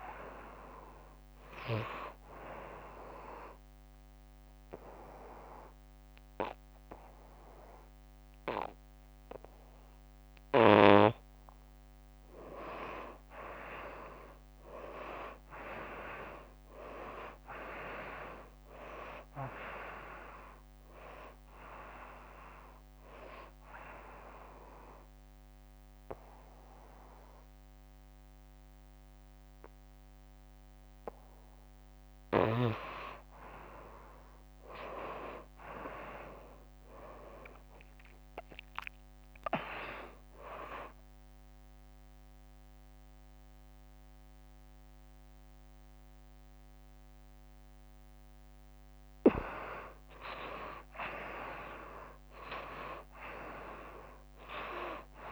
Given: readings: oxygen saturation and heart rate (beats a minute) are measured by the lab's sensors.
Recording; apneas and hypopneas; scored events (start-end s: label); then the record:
breathing in sleep by a microphone on the trachea; 3
0.00-6.50 s: oxygen desaturation (device-marked, oxygen 87% lowest, heart rate 74 extreme)
2.50-13.00 s: obstructive apnea (oxygen 95% before, 86% lowest, heart rate 90 before, 74 extreme, up 14 after)
15.00-19.00 s: arousal
19.50-30.50 s: oxygen desaturation (device-marked, oxygen 95% before, 86% lowest, heart rate 84 before, 74 extreme)
22.50-32.50 s: obstructive apnea (oxygen 98% before, 86% lowest, heart rate 84 before, 74 extreme, up 6 after)
36.00-39.50 s: arousal
40.50-50.50 s: central apnea (oxygen 96% before, 87% lowest, heart rate 86 before, 75 extreme, up 0 after)
40.50-50.50 s: oxygen desaturation (device-marked, oxygen 96% before, 88% lowest, heart rate 86 before, 75 extreme)
51.50-53.50 s: arousal
From the record:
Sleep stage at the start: N2 (light sleep); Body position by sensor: on the right side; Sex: female